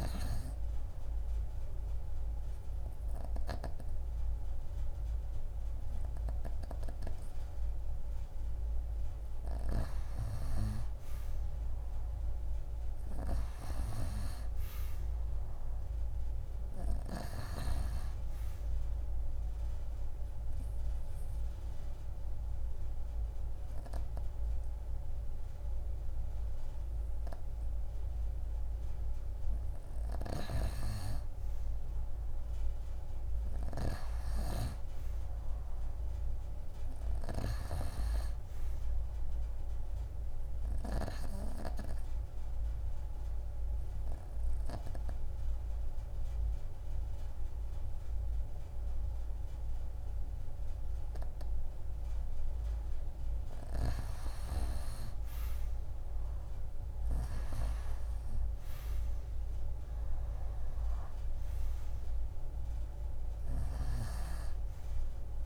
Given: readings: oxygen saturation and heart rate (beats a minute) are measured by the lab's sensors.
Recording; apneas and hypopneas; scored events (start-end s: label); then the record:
breathing in sleep by a room microphone; 2
10.50-13.50 s: arousal
19.00-32.00 s: oxygen desaturation (device-marked, oxygen 93% before, 88% lowest)
19.50-30.50 s: obstructive apnea (oxygen 93% before, 86% lowest)
32.50-36.00 s: arousal
37.00-51.00 s: oxygen desaturation (device-marked, oxygen 95% before, 89% lowest)
41.50-53.00 s: obstructive apnea (oxygen 95% before, 86% lowest)
55.50-58.50 s: arousal
60.00-65.46 s: oxygen desaturation (device-marked, oxygen 94% before, 86% lowest)
From the record:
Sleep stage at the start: N2 (light sleep); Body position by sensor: on the right side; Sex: female